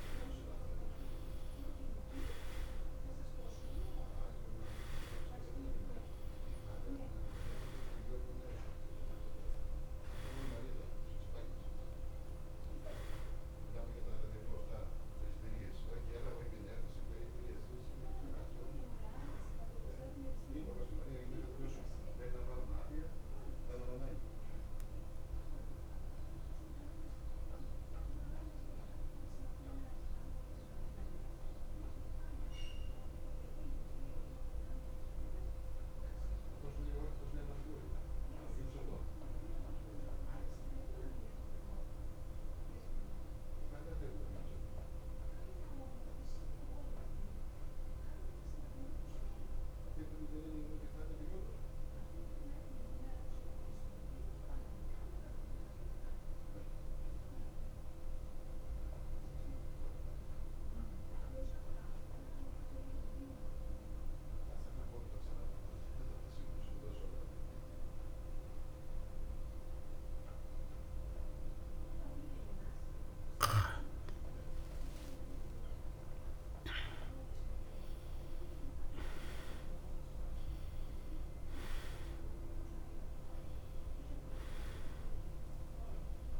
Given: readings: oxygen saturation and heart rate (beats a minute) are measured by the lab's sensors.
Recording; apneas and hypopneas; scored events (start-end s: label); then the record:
breathing in sleep by a room microphone; 1
0.00-49.00 s: oxygen desaturation (device-marked, oxygen 86% lowest, heart rate 51 extreme)
27.00-72.50 s: mixed apnea (oxygen 93% before, 86% lowest, heart rate 56 before, 51 extreme, up 3 after)
69.00-86.40 s: oxygen desaturation (device-marked, oxygen 97% before, 87% lowest, heart rate 53 before, 52 extreme)
74.50-78.50 s: arousal
From the record:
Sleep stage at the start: N2 (light sleep); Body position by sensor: on the back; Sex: male